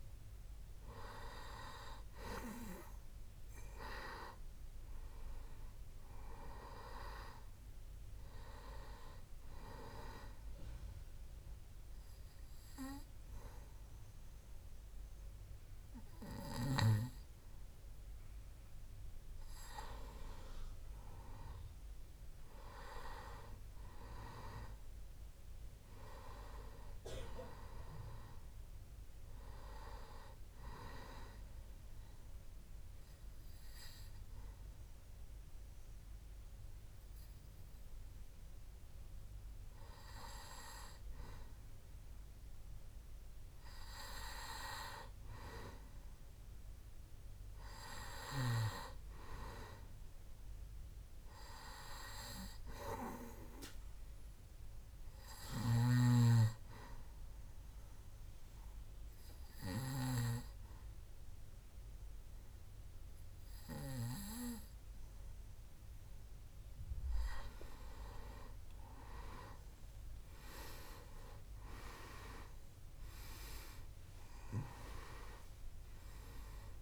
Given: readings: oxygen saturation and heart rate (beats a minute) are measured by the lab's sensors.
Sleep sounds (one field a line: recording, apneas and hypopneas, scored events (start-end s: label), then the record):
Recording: breathing in sleep by a room microphone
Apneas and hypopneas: 3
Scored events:
0.50-4.00 s: arousal
10.00-20.00 s: obstructive apnea (oxygen 98% before, 93% lowest, heart rate 68 before, 65 extreme, up 7 after)
13.50-76.82 s: new sleep stage, N2 (light sleep)
22.50-26.50 s: arousal
31.00-42.00 s: obstructive apnea (oxygen 97% before, 92% lowest, heart rate 71 before, 65 extreme, up 5 after)
44.00-48.50 s: arousal
57.00-68.00 s: obstructive apnea (oxygen 97% before, 92% lowest, heart rate 68 before, 65 extreme, up 12 after)
71.50-76.82 s: oxygen desaturation (device-marked, oxygen 96% before, 92% lowest, heart rate 67 before, 65 extreme)
74.00-76.82 s: arousal
From the record:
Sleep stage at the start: N1 (lightest sleep)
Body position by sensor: on the back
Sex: male